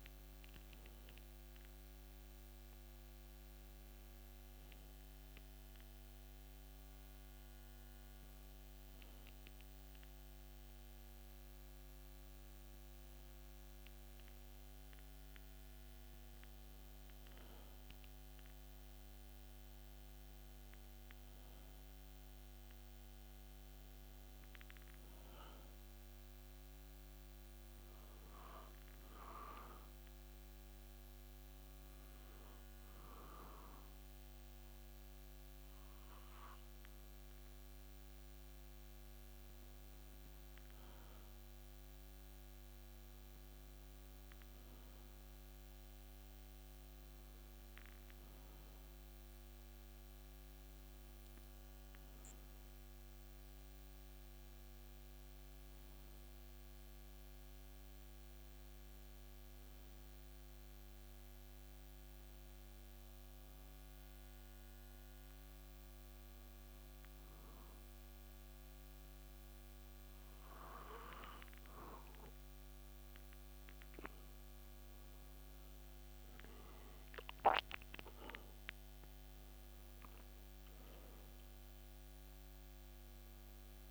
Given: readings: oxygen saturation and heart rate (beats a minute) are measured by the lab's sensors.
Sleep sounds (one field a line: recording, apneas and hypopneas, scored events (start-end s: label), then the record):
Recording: breathing in sleep, hard to hear, by a microphone on the trachea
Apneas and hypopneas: 1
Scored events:
61.00-74.50 s: hypopnea (oxygen 97% before, 94% lowest)
78.00-82.00 s: arousal
From the record:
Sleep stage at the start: N2 (light sleep)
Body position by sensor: on the back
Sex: male